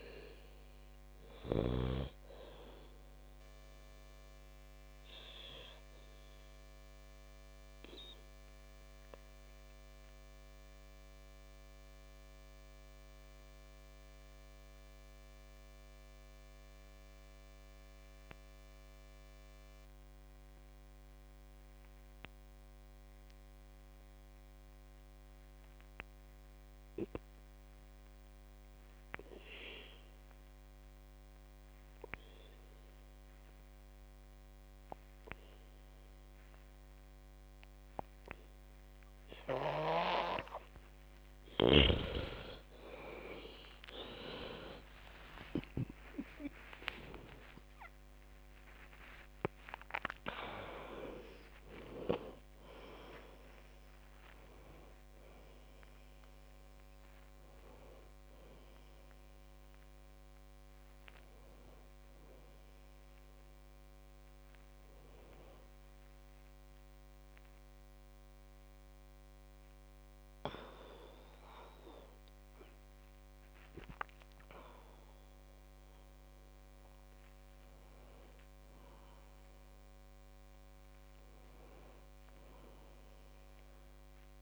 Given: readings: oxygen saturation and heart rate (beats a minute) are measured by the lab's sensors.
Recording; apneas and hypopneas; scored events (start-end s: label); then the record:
breathing in sleep by a microphone on the trachea; 1
0.00-19.00 s: oxygen desaturation (device-marked, oxygen 90% lowest, heart rate 49 extreme)
6.50-42.00 s: obstructive apnea (oxygen 99% before, 88% lowest, heart rate 74 before, 50 extreme)
36.00-70.00 s: oxygen desaturation (device-marked, oxygen 98% before, 88% lowest, heart rate 55 before, 54 extreme)
44.00-50.00 s: arousal
66.00-84.42 s: new sleep stage, N1 (lightest sleep)
74.00-78.50 s: arousal
From the record:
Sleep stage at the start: N2 (light sleep); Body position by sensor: on the back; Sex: female